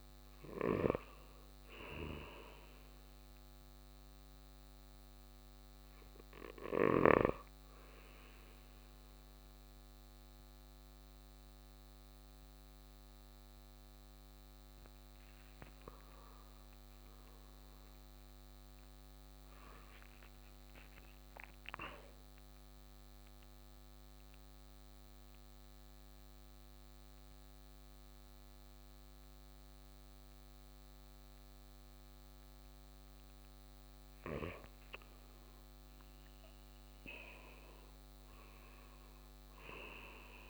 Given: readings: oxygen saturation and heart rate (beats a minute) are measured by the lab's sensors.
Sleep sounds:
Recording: breathing in sleep by a microphone on the trachea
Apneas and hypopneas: 2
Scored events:
0.00-18.50 s: oxygen desaturation (device-marked, oxygen 84% lowest, heart rate 57 extreme)
3.00-17.50 s: hypopnea (oxygen 96% before, 84% lowest, heart rate 63 before, 57 extreme, up 10 after)
18.50-22.00 s: arousal
24.00-34.50 s: central apnea (oxygen 99% before, 91% lowest, heart rate 62 before, 56 extreme, up 5 after)
38.00-40.50 s: arousal
From the record:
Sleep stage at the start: N2 (light sleep)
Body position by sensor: on the right side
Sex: male

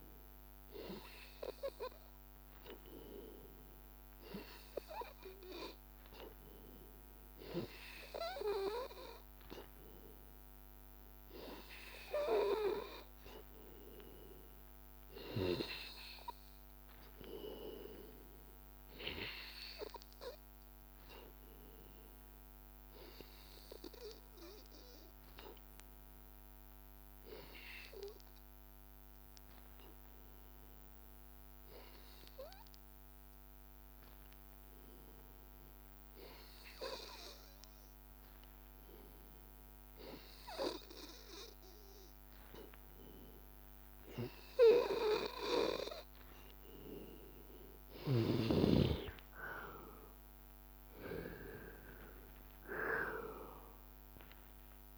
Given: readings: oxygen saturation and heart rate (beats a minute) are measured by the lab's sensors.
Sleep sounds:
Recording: breathing in sleep by a microphone on the trachea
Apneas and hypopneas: 1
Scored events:
8.50-13.00 s: arousal
20.00-33.00 s: hypopnea (oxygen 93% before, 91% lowest, heart rate 85 before, 73 extreme, up 0 after)
34.50-38.00 s: arousal
51.00-54.98 s: oxygen desaturation (device-marked, oxygen 95% before, 91% lowest, heart rate 82 before, 77 extreme)
From the record:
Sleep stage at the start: N2 (light sleep)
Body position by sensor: on the back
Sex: male

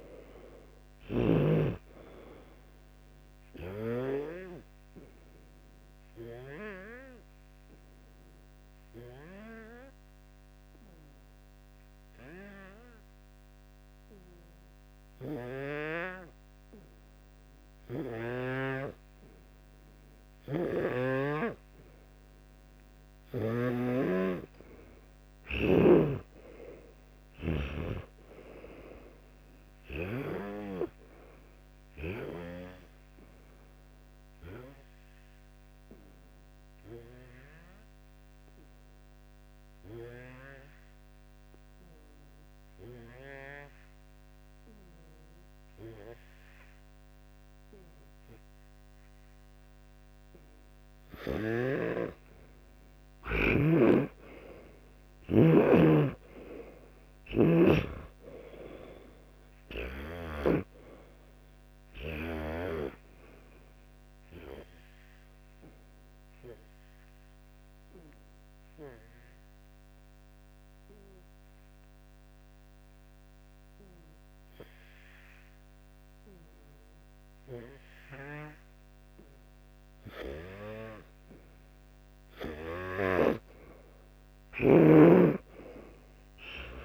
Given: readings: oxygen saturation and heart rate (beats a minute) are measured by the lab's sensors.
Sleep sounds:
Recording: breathing in sleep by a microphone on the trachea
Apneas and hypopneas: 3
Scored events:
0.00-1.50 s: snoring (device-marked)
5.00-17.50 s: hypopnea (oxygen 97% before, 92% lowest, heart rate 74 before, 55 extreme, up 10 after)
22.00-27.00 s: arousal
35.00-43.00 s: oxygen desaturation (device-marked, oxygen 98% before, 93% lowest, heart rate 66 before, 58 extreme)
41.00-52.00 s: hypopnea (oxygen 98% before, 92% lowest, heart rate 66 before, 57 extreme, up 18 after)
45.00-59.00 s: oxygen desaturation (device-marked, oxygen 95% before, 92% lowest, heart rate 66 before, 57 extreme)
53.50-57.50 s: snoring (device-marked)
55.00-59.50 s: arousal
65.00-81.00 s: hypopnea (oxygen 98% before, 94% lowest, heart rate 65 before, 56 extreme, up 31 after)
84.50-86.85 s: arousal
From the record:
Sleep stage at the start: N2 (light sleep)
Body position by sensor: on the back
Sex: male

